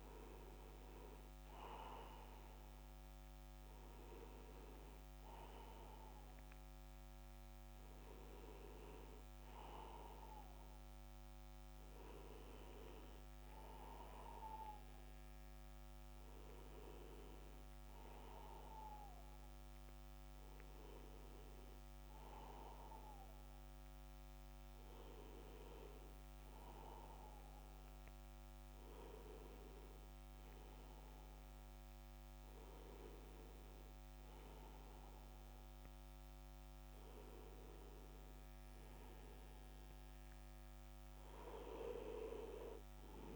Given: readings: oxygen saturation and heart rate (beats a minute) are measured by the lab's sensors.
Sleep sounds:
breathing in sleep by a microphone on the trachea; none
30.00-43.36 s: new sleep stage, N2 (light sleep)
From the record:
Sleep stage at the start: N1 (lightest sleep); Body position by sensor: on the back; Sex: male

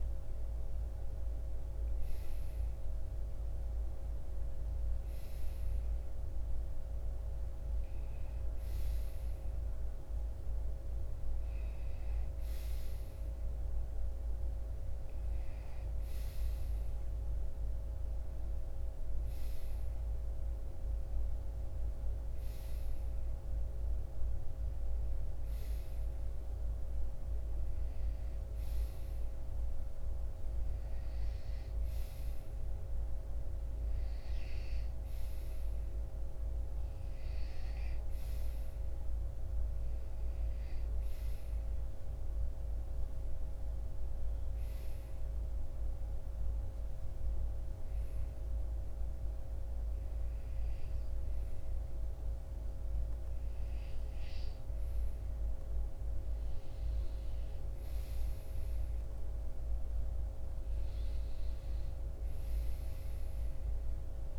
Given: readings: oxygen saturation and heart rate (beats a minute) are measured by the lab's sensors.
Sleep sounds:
breathing in sleep, hard to hear, by a room microphone; 1
26.00-34.00 s: oxygen desaturation (device-marked, oxygen 96% before, 93% lowest, heart rate 63 before, 57 extreme)
43.00-55.00 s: hypopnea (oxygen 97% before, 90% lowest, heart rate 64 before, 57 extreme, up 12 after)
57.50-61.50 s: arousal
From the record:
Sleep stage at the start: REM sleep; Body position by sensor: on the right side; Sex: male

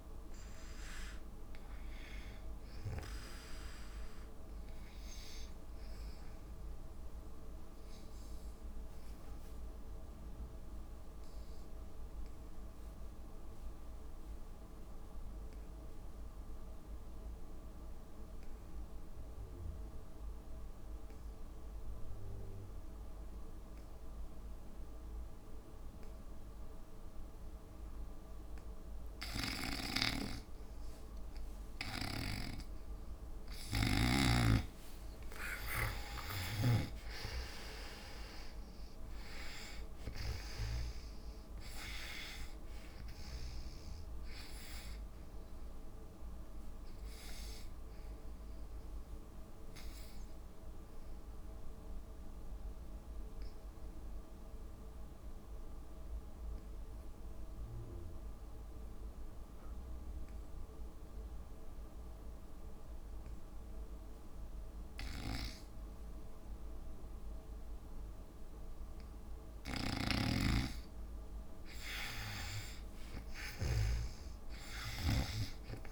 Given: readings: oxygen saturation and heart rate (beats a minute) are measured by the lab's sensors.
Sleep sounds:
breathing in sleep by a room microphone; 2
0.00-10.00 s: oxygen desaturation (device-marked, oxygen 88% lowest, heart rate 56 extreme)
9.50-30.50 s: obstructive apnea (oxygen 97% before, 74% lowest, heart rate 65 before, 56 extreme, up 19 after)
23.00-63.00 s: oxygen desaturation (device-marked, oxygen 98% before, 74% lowest, heart rate 61 before, 56 extreme)
32.00-37.00 s: snoring (device-marked)
35.00-37.00 s: long interval between heartbeats (device-marked, heart rate 65 before, 80 extreme)
36.00-41.00 s: arousal
37.00-50.00 s: drop in pulse transit time (device-marked, heart rate 67 before, 58 extreme)
51.00-69.50 s: obstructive apnea (oxygen 97% before, 74% lowest, heart rate 73 before, 56 extreme, up 9 after)
69.00-75.92 s: oxygen desaturation (device-marked, oxygen 99% before, 86% lowest, heart rate 59 before, 56 extreme)
70.00-74.00 s: snoring (device-marked)
73.50-75.92 s: arousal
From the record:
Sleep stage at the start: N2 (light sleep); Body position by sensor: on the back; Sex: female

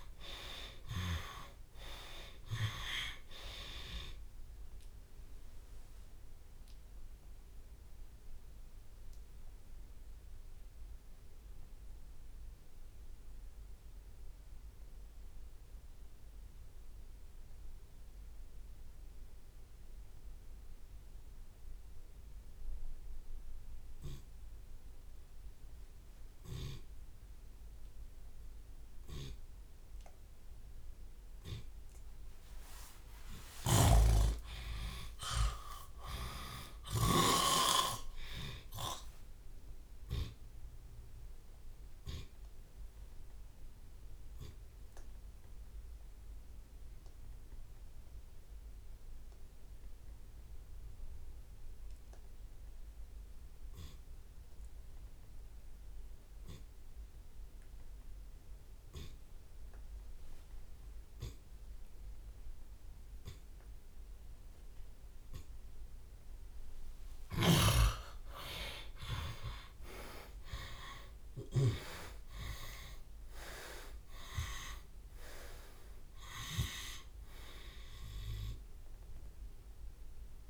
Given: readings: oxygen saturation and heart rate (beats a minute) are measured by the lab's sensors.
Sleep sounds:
breathing in sleep by a room microphone; 2
0.00-1.50 s: snoring (device-marked)
2.50 s: drop in pulse transit time (device-marked)
5.50-30.00 s: obstructive apnea (oxygen 97% before, 79% lowest)
14.50-31.50 s: oxygen desaturation (device-marked, oxygen 97% before, 79% lowest)
29.50-36.50 s: tachycardia (device-marked, heart rate 68 before, 194 extreme)
33.00-38.00 s: arousal
33.50-37.50 s: snoring (device-marked)
35.50-37.50 s: long interval between heartbeats (device-marked, heart rate 51 before, 129 extreme)
37.50-39.50 s: long interval between heartbeats (device-marked, heart rate 62 before, 134 extreme)
39.50-41.50 s: long interval between heartbeats (device-marked, heart rate 69 before, 98 extreme)
41.50-43.50 s: long interval between heartbeats (device-marked, heart rate 72 before, 76 extreme)
43.00-66.50 s: obstructive apnea (oxygen 97% before, 81% lowest)
52.50-54.50 s: long interval between heartbeats (device-marked)
53.50-66.50 s: oxygen desaturation (device-marked, oxygen 97% before, 90% lowest)
62.00-64.00 s: long interval between heartbeats (device-marked, heart rate 33 before, 25 extreme)
67.00-72.00 s: snoring (device-marked)
67.50-69.50 s: long interval between heartbeats (device-marked)
67.50-71.50 s: arousal
70.50-80.50 s: drop in pulse transit time (device-marked)
71.50-73.50 s: long interval between heartbeats (device-marked, heart rate 33 before, 88 extreme)
79.00-80.50 s: long interval between heartbeats (device-marked)
From the record:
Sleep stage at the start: N2 (light sleep); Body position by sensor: on the left side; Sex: male

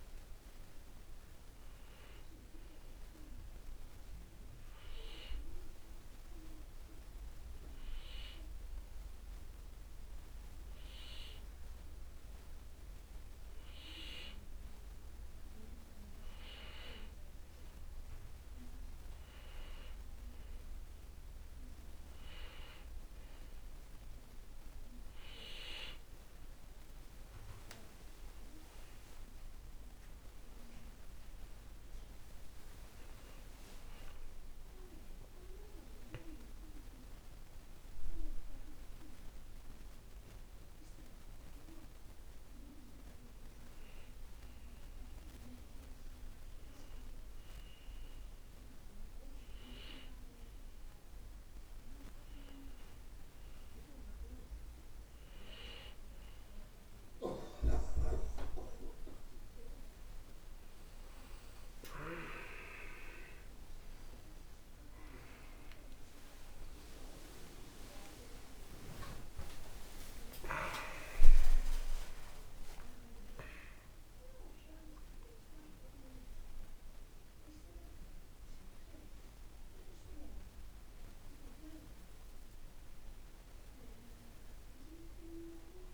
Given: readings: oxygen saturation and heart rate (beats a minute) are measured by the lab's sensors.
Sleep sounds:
a person partly awake in a sleep study, by a room microphone; 1
4.50-16.00 s: hypopnea (oxygen 94% before, 91% lowest, heart rate 67 before, 59 extreme, up 6 after)
23.50-34.50 s: oxygen desaturation (device-marked, oxygen 95% before, 92% lowest, heart rate 61 before, 59 extreme)
50.50-80.50 s: new sleep stage, awake
80.50-85.94 s: new sleep stage, N2 (light sleep)
From the record:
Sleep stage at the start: N2 (light sleep); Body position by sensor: on the back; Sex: male

